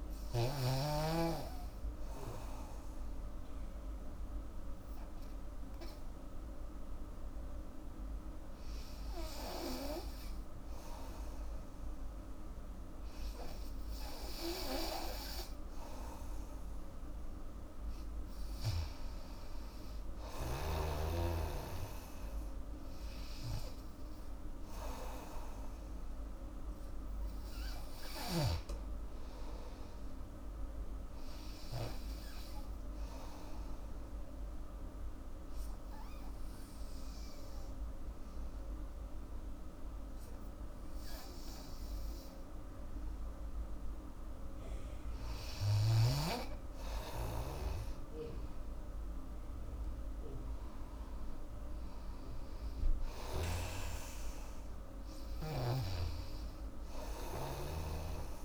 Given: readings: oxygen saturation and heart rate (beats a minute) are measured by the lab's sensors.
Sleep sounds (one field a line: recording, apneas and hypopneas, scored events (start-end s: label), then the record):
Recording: breathing in sleep by a room microphone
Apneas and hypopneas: 2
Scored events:
0.00-1.00 s: snoring (device-marked)
0.00-4.00 s: oxygen desaturation (device-marked, oxygen 90% lowest, heart rate 78 extreme)
3.00-17.00 s: obstructive apnea (oxygen 99% before, 88% lowest, heart rate 82 before, 77 extreme, up 3 after)
19.50-22.50 s: arousal
32.00-44.50 s: obstructive apnea (oxygen 97% before, 88% lowest, heart rate 79 before, 73 extreme, up 9 after)
46.50-50.00 s: arousal
51.00-58.45 s: oxygen desaturation (device-marked, oxygen 97% before, 88% lowest, heart rate 80 before, 73 extreme)
53.50-58.00 s: snoring (device-marked)
From the record:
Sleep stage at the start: N2 (light sleep)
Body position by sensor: on the back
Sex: female